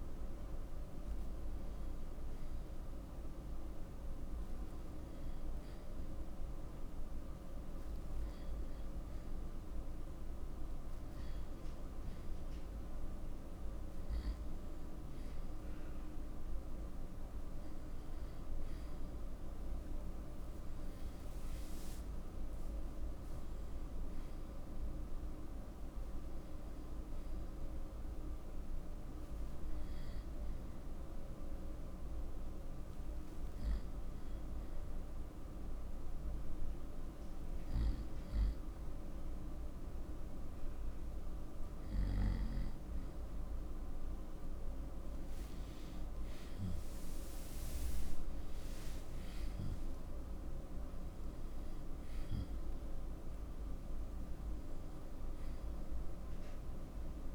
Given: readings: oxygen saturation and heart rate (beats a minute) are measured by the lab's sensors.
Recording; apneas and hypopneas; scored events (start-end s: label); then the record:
breathing in sleep, hard to hear, by a room microphone; 1
9.00-57.35 s: new sleep stage, N2 (light sleep)
30.50-44.00 s: hypopnea (oxygen 93% before, 91% lowest, heart rate 80 before, 76 extreme, up 7 after)
46.00-50.00 s: arousal
From the record:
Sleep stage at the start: N1 (lightest sleep); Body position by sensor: on the right side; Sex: male